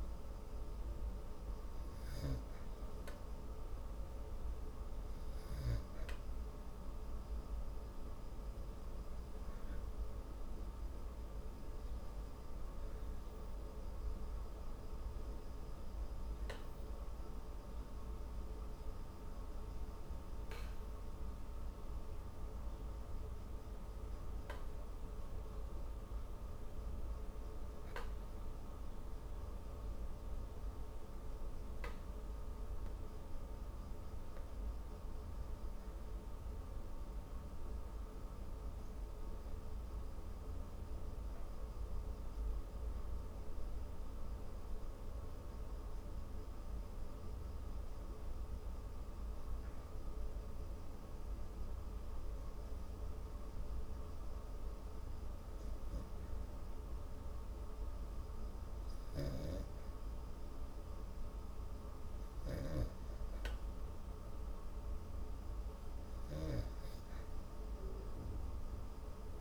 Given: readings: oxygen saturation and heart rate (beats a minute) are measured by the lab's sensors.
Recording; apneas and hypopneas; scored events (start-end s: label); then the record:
breathing in sleep, hard to hear, by a room microphone; 1
0.00-8.50 s: oxygen desaturation (device-marked, oxygen 89% lowest)
25.00-30.00 s: arousal
36.00-57.50 s: hypopnea (oxygen 95% before, 94% lowest)
60.50-65.50 s: arousal
65.50-69.41 s: oxygen desaturation (device-marked, oxygen 97% before, 94% lowest)
From the record:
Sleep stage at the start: N2 (light sleep); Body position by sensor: on the back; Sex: female